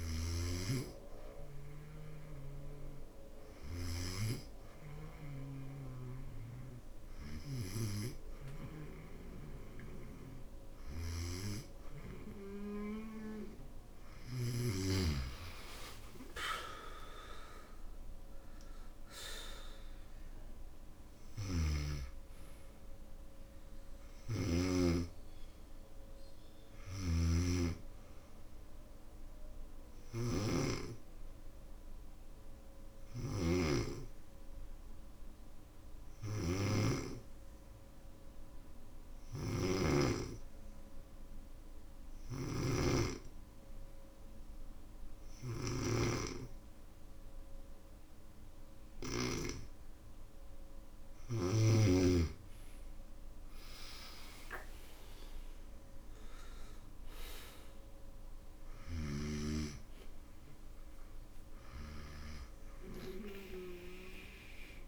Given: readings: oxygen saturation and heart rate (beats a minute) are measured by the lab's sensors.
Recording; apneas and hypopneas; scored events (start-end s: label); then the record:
breathing in sleep by a room microphone; 1
0.00-14.50 s: snoring (device-marked)
14.00-18.50 s: arousal
21.00-24.50 s: snoring (device-marked)
26.50-33.50 s: snoring (device-marked)
31.00-50.00 s: obstructive apnea (oxygen 96% before, 94% lowest, heart rate 60 before, 55 extreme, up 13 after)
53.00-56.50 s: arousal
54.00-64.88 s: oxygen desaturation (device-marked, oxygen 98% before, 94% lowest, heart rate 61 before, 55 extreme)
From the record:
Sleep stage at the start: N2 (light sleep); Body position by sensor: on the back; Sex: male